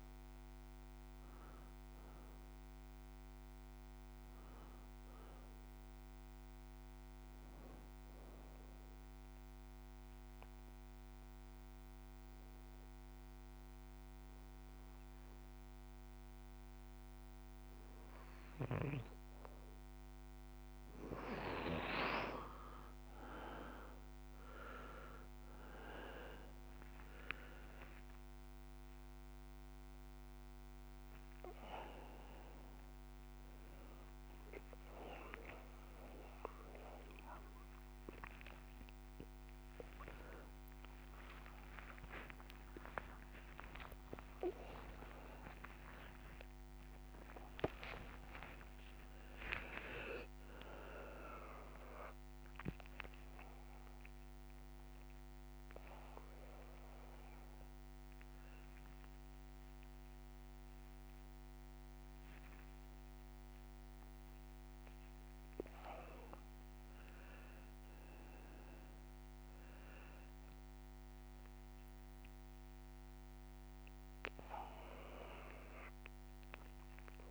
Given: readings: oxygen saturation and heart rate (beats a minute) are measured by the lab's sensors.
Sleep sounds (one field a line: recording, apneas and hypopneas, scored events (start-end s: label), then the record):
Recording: a person partly awake in a sleep study, by a microphone on the trachea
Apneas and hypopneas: 1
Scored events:
8.50-20.00 s: obstructive apnea (oxygen 93% before, 87% lowest, heart rate 92 before, 45 extreme)
22.50-27.00 s: arousal
26.50-52.50 s: oxygen desaturation (device-marked, oxygen 97% before, 87% lowest)
27.50-57.50 s: new sleep stage, awake
57.50-77.31 s: new sleep stage, N1 (lightest sleep)
73.50-77.31 s: oxygen desaturation (device-marked, oxygen 98% before, 95% lowest, heart rate 76 before, 110 extreme)
From the record:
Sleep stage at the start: N2 (light sleep)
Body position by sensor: on the back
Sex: male